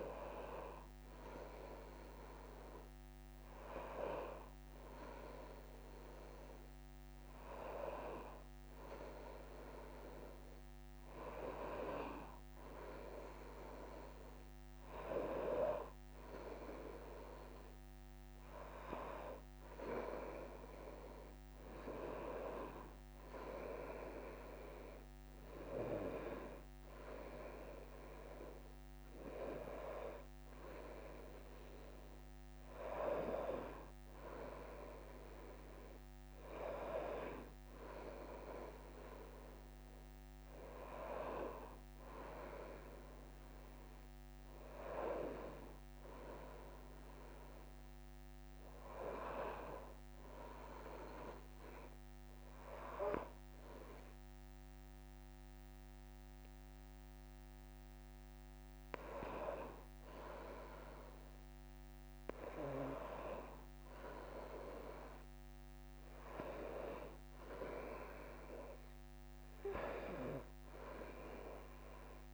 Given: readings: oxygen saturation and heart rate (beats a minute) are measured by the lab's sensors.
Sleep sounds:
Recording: a person awake in a sleep study, by a microphone on the trachea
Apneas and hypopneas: none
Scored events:
67.00-72.34 s: oxygen desaturation (device-marked, oxygen 95% before, 92% lowest, heart rate 66 before, 64 extreme)
From the record:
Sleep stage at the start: awake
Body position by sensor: on the right side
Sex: female

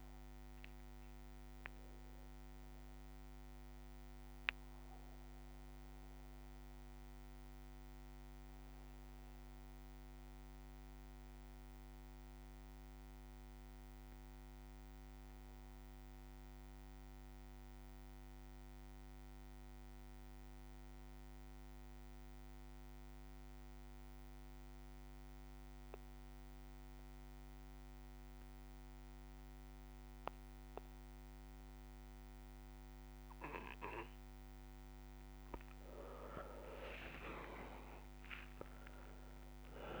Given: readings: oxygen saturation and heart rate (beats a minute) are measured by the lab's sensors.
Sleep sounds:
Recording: breathing in sleep by a microphone on the trachea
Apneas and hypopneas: 1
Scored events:
0.00-18.50 s: oxygen desaturation (device-marked, oxygen 92% lowest, heart rate 45 extreme)
1.50-21.50 s: bradycardia (device-marked, heart rate 60 before, 56 extreme)
4.00-33.50 s: obstructive apnea (oxygen 99% before, 92% lowest, heart rate 55 before, 56 extreme, up 4 after)
30.50-40.00 s: oxygen desaturation (device-marked, oxygen 99% before, 92% lowest, heart rate 58 before, 57 extreme)
36.50-40.00 s: arousal
From the record:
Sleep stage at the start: N2 (light sleep)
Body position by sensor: on the back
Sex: male

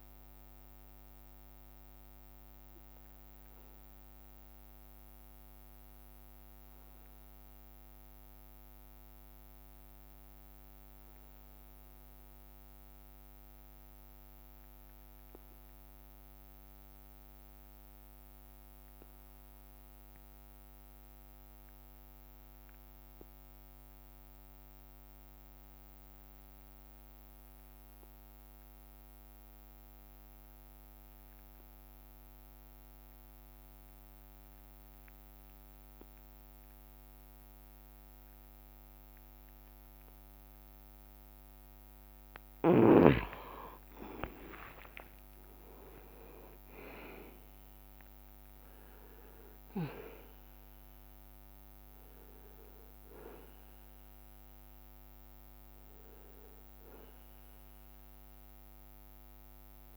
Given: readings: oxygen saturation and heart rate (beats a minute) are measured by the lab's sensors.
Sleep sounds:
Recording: breathing in sleep by a microphone on the trachea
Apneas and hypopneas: 1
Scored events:
0.00-15.50 s: bradycardia (device-marked)
2.50-13.50 s: oxygen desaturation (device-marked, oxygen 94% before, 91% lowest)
8.00-41.00 s: obstructive apnea (oxygen 96% before, 88% lowest)
10.00-11.00 s: leg movement (device-marked)
16.50-18.50 s: long interval between heartbeats (device-marked)
19.00-21.00 s: long interval between heartbeats (device-marked)
20.50-26.50 s: bradycardia (device-marked)
21.00-23.00 s: long interval between heartbeats (device-marked)
23.50-25.50 s: drop in pulse transit time (device-marked)
24.50-26.50 s: long interval between heartbeats (device-marked)
28.00-30.00 s: long interval between heartbeats (device-marked, heart rate 33 before, 57 extreme)
28.50-38.50 s: drop in pulse transit time (device-marked)
30.00-32.00 s: long interval between heartbeats (device-marked, heart rate 38 before, 80 extreme)
32.00-34.00 s: long interval between heartbeats (device-marked, heart rate 45 before, 63 extreme)
33.50-39.50 s: bradycardia (device-marked)
33.50-59.97 s: oxygen desaturation (device-marked, oxygen 98% before, 88% lowest)
34.50-43.50 s: leg movement (device-marked)
40.00-42.00 s: long interval between heartbeats (device-marked, heart rate 54 before, 40 extreme)
40.50-47.50 s: tachycardia (device-marked)
44.00-48.00 s: arousal
46.00-48.00 s: long interval between heartbeats (device-marked, heart rate 60 before, 125 extreme)
49.00-51.00 s: long interval between heartbeats (device-marked, heart rate 72 before, 113 extreme)
50.50-52.50 s: bradycardia (device-marked)
50.50-59.00 s: leg movement (device-marked)
52.50-54.50 s: long interval between heartbeats (device-marked, heart rate 76 before, 47 extreme)
52.50-59.97 s: drop in pulse transit time (device-marked, heart rate 76 before, 47 extreme)
55.50-57.50 s: long interval between heartbeats (device-marked, heart rate 75 before, 61 extreme)
56.50-59.97 s: bradycardia (device-marked)
From the record:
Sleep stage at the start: N2 (light sleep)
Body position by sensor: on the back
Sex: male

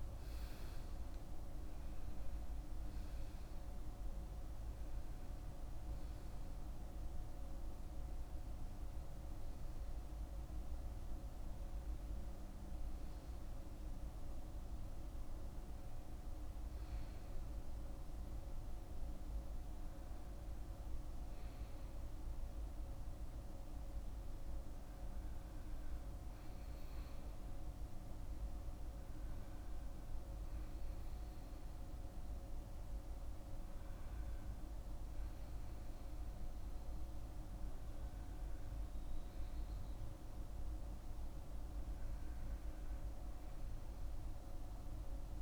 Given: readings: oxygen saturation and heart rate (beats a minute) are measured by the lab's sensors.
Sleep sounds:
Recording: breathing in sleep, hard to hear, by a room microphone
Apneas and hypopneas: none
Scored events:
3.50-10.50 s: oxygen desaturation (device-marked, oxygen 93% before, 90% lowest, heart rate 63 before, 51 extreme)
12.50-19.50 s: oxygen desaturation (device-marked, oxygen 92% before, 89% lowest, heart rate 65 before, 51 extreme)
40.50-45.00 s: arousal
From the record:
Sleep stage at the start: REM sleep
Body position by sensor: on the back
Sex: male

